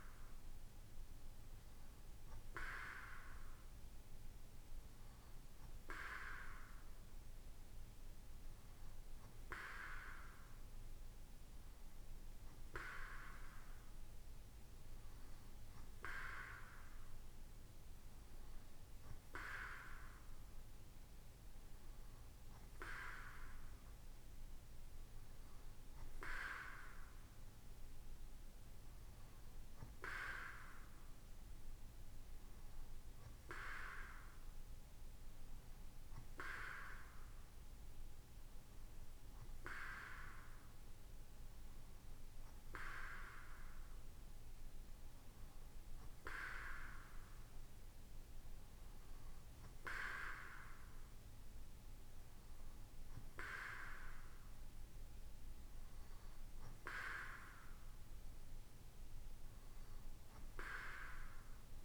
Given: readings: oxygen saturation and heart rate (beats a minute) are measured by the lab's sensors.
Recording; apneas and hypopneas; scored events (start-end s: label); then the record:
breathing in sleep by a room microphone; none
none scored
From the record:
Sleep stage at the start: N2 (light sleep); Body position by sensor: on the right side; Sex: male